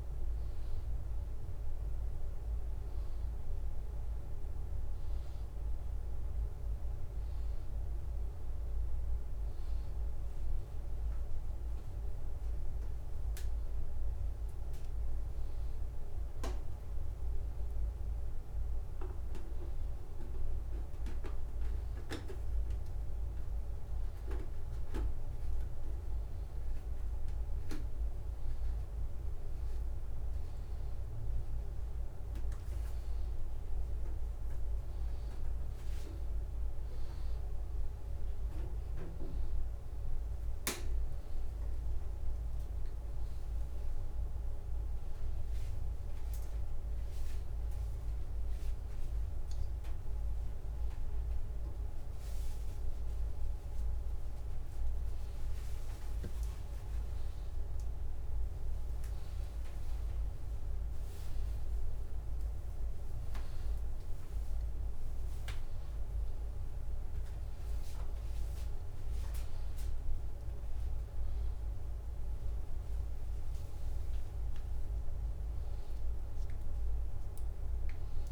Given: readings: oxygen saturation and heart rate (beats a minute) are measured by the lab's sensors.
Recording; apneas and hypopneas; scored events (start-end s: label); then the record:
a person awake in a sleep study, hard to hear, by a room microphone; none
15.00-17.00 s: long interval between heartbeats (device-marked, heart rate 91 before, 97 extreme)
23.50-25.50 s: long interval between heartbeats (device-marked, heart rate 93 before, 88 extreme)
30.50-34.50 s: drop in pulse transit time (device-marked, heart rate 93 before, 89 extreme)
36.50-44.50 s: oxygen desaturation (device-marked, oxygen 94% before, 91% lowest, heart rate 91 before, 90 extreme)
45.50-57.50 s: drop in pulse transit time (device-marked, heart rate 89 before, 90 extreme)
52.50-58.50 s: tachycardia (device-marked, heart rate 90 before, 119 extreme)
68.50-78.32 s: drop in pulse transit time (device-marked, heart rate 100 before, 93 extreme)
73.50-78.32 s: tachycardia (device-marked, heart rate 91 before, 103 extreme)
76.50-78.32 s: long interval between heartbeats (device-marked, heart rate 100 before, 102 extreme)
From the record:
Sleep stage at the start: awake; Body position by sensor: upright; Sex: male